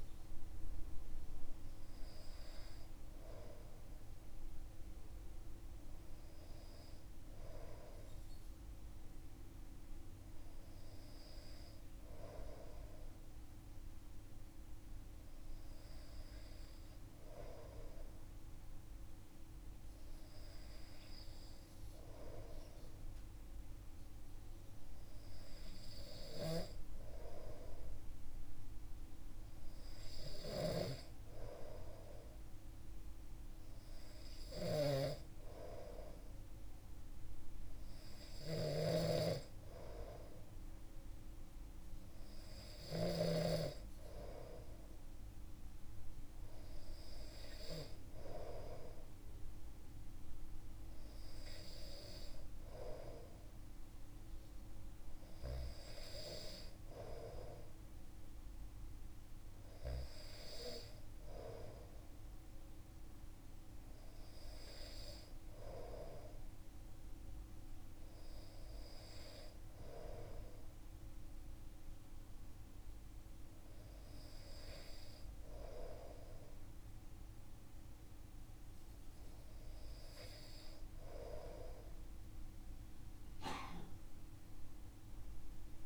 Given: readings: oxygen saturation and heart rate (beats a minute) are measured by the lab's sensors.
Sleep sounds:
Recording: breathing in sleep by a room microphone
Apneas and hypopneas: none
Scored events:
30.00-43.00 s: snoring (device-marked)
From the record:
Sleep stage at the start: N2 (light sleep)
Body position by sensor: on the back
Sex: male

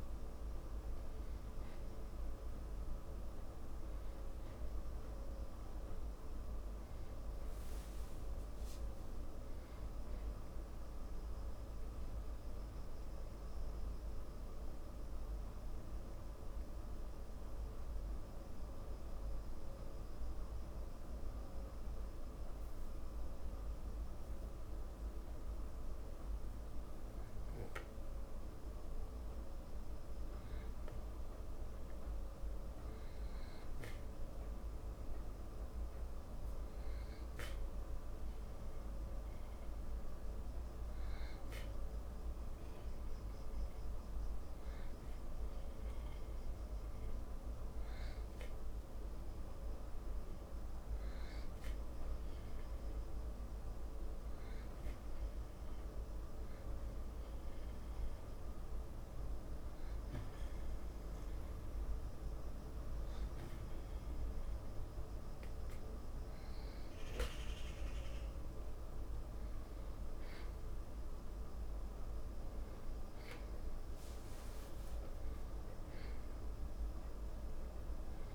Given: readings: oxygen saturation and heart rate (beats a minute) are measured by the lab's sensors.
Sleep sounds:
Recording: breathing in sleep, hard to hear, by a room microphone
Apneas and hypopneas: 2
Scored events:
0.00-18.50 s: oxygen desaturation (device-marked, oxygen 93% lowest, heart rate 54 extreme)
16.00-34.00 s: obstructive apnea (oxygen 97% before, 91% lowest, heart rate 61 before, 54 extreme, up 1 after)
36.50-40.00 s: arousal
37.50-54.50 s: oxygen desaturation (device-marked, oxygen 97% before, 91% lowest, heart rate 55 before, 55 extreme)
40.50-65.00 s: hypopnea (oxygen 97% before, 91% lowest, heart rate 55 before, 55 extreme, up 2 after)
69.00-73.00 s: arousal
From the record:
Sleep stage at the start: N2 (light sleep)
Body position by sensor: on the back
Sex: male

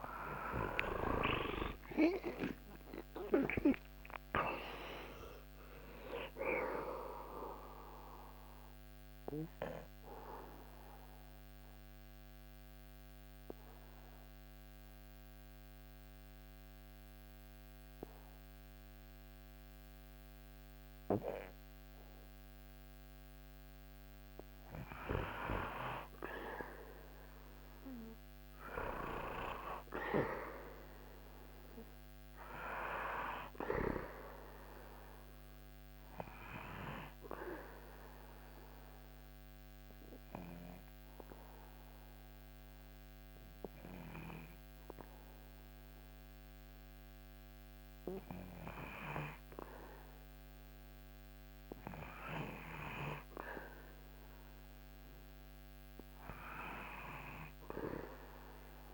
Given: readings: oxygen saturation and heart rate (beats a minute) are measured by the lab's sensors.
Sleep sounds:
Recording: breathing in sleep by a microphone on the trachea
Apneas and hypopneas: 2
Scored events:
0.00-1.00 s: arousal
8.50-23.00 s: obstructive apnea (oxygen 97% before, 94% lowest, heart rate 80 before, 75 extreme, up 4 after)
26.00-29.00 s: arousal
30.00-46.00 s: oxygen desaturation (device-marked, oxygen 99% before, 94% lowest, heart rate 77 before, 75 extreme)
38.50-49.00 s: obstructive apnea (oxygen 99% before, 94% lowest, heart rate 78 before, 75 extreme, up 4 after)
53.00-57.00 s: arousal
From the record:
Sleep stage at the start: N2 (light sleep)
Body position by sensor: on the back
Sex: male

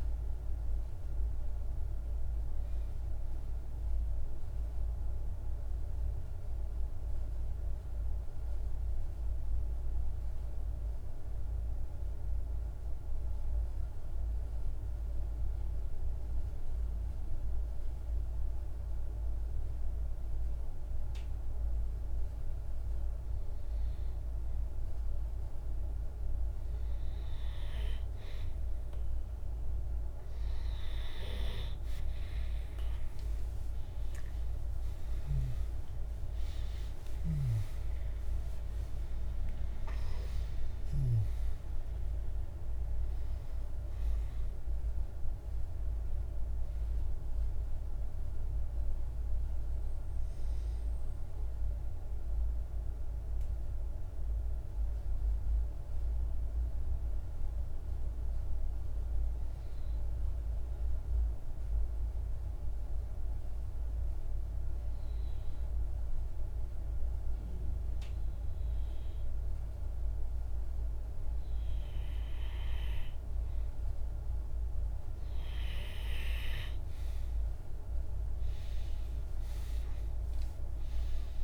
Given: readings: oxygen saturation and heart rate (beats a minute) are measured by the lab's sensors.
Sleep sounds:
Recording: breathing in sleep, hard to hear, by a room microphone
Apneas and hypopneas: 2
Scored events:
7.50-23.00 s: mixed apnea (oxygen 97% before, 92% lowest, heart rate 53 before, 50 extreme, up 2 after)
29.50-55.50 s: oxygen desaturation (device-marked, oxygen 99% before, 92% lowest, heart rate 51 before, 47 extreme)
35.00-40.50 s: arousal
36.50-40.50 s: snoring (device-marked)
51.00-72.00 s: obstructive apnea (oxygen 99% before, 91% lowest, heart rate 63 before, 47 extreme, up 3 after)
73.50-81.44 s: oxygen desaturation (device-marked, oxygen 99% before, 91% lowest, heart rate 50 before, 47 extreme)
78.00-81.44 s: arousal
From the record:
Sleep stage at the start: N2 (light sleep)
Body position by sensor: on the back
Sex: male

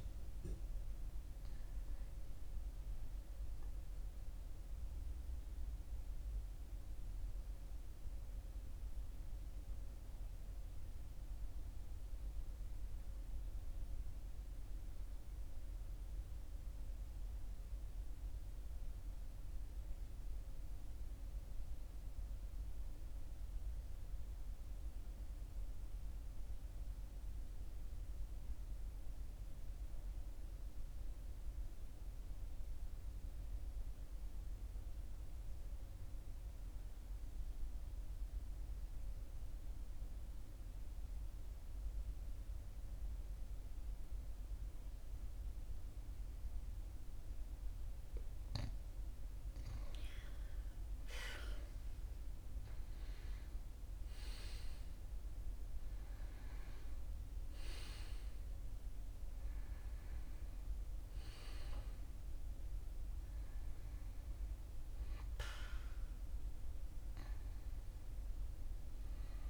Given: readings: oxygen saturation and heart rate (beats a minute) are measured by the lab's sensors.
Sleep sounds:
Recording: breathing in sleep, hard to hear, by a room microphone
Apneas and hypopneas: 1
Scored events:
0.00-2.50 s: arousal
5.50-48.50 s: obstructive apnea (oxygen 97% before, 88% lowest, heart rate 45 before, 42 extreme, up 6 after)
33.50-69.50 s: oxygen desaturation (device-marked, oxygen 98% before, 88% lowest, heart rate 43 before, 42 extreme)
50.50-55.00 s: arousal
From the record:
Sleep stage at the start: REM sleep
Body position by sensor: on the right side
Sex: male

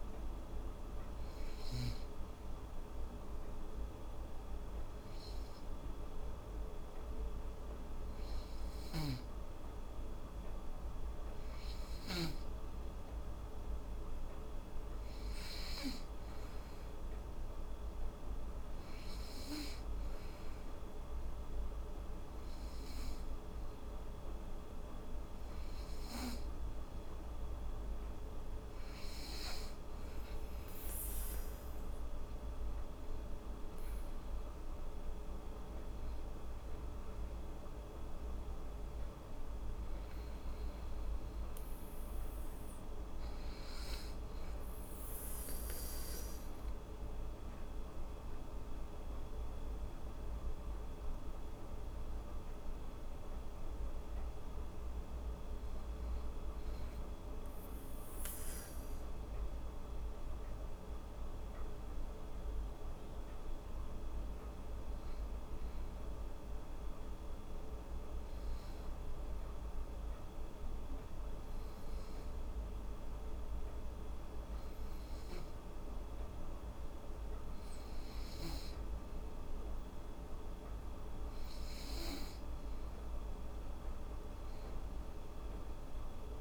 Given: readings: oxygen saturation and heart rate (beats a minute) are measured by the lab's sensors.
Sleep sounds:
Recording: breathing in sleep, hard to hear, by a room microphone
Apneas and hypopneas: 3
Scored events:
0.50-10.50 s: hypopnea (oxygen 95% before, 90% lowest, heart rate 84 before, 77 extreme, up 3 after)
9.00-12.50 s: snoring (device-marked)
11.50-14.00 s: arousal
21.50-32.00 s: hypopnea (oxygen 97% before, 91% lowest, heart rate 80 before, 77 extreme, up 5 after)
33.00-36.00 s: arousal
61.00-64.00 s: arousal
67.00-79.50 s: hypopnea (oxygen 96% before, 91% lowest, heart rate 77 before, 76 extreme, up 6 after)
83.50-86.41 s: arousal
84.00-86.41 s: oxygen desaturation (device-marked, oxygen 95% before, 91% lowest, heart rate 77 before, 76 extreme)
From the record:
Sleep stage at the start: N2 (light sleep)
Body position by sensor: on the back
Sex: female

